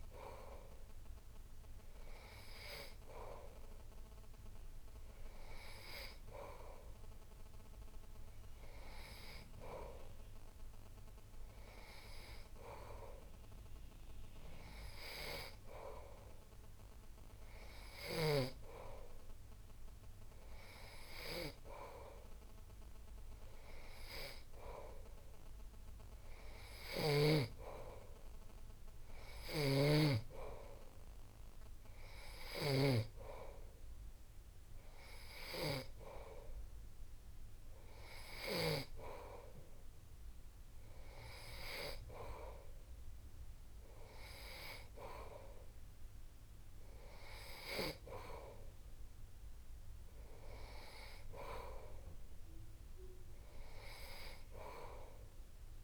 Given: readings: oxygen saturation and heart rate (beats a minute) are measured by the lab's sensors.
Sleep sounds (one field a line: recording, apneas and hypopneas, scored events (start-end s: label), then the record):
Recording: breathing in sleep by a room microphone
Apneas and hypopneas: none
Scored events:
29.50-39.00 s: snoring (device-marked)
From the record:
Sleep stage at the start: N3 (deep sleep)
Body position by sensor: on the back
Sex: male